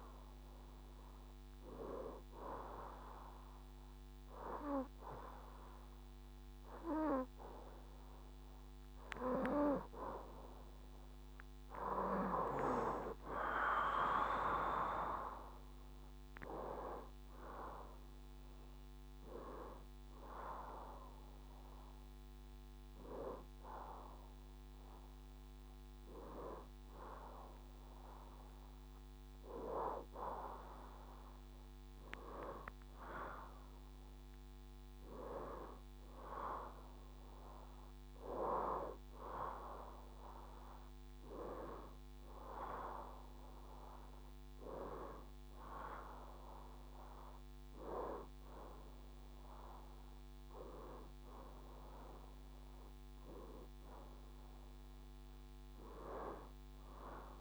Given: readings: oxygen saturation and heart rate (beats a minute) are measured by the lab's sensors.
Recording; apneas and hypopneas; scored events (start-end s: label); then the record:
breathing in sleep by a microphone on the trachea; 1
2.00-13.00 s: obstructive apnea (oxygen 93% before, 91% lowest, heart rate 77 before, 71 extreme, up 3 after)
14.50-19.00 s: arousal
16.00-57.41 s: new sleep stage, N2 (light sleep)
From the record:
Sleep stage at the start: N1 (lightest sleep); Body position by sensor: on the right side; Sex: female